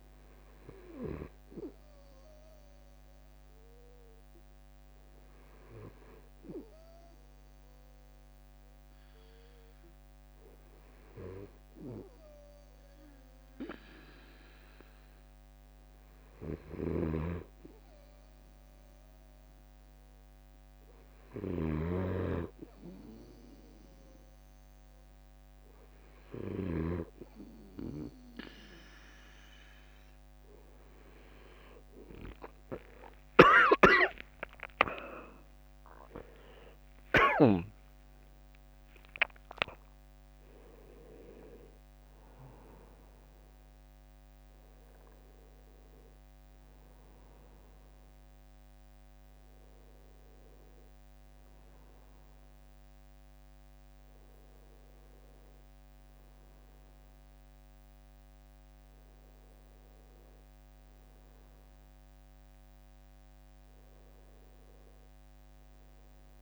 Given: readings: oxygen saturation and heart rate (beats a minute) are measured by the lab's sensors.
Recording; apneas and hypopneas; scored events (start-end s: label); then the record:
a person partly awake in a sleep study, by a microphone on the trachea; 1
0.50-20.00 s: hypopnea (oxygen 96% before, 92% lowest, heart rate 72 before, 65 extreme, up 4 after)
16.00-27.00 s: snoring (device-marked)
33.00-37.00 s: snoring (device-marked)
38.50-51.50 s: drop in pulse transit time (device-marked, heart rate 70 before, 69 extreme)
46.50-66.42 s: new sleep stage, awake
From the record:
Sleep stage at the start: N2 (light sleep); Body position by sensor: on the right side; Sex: male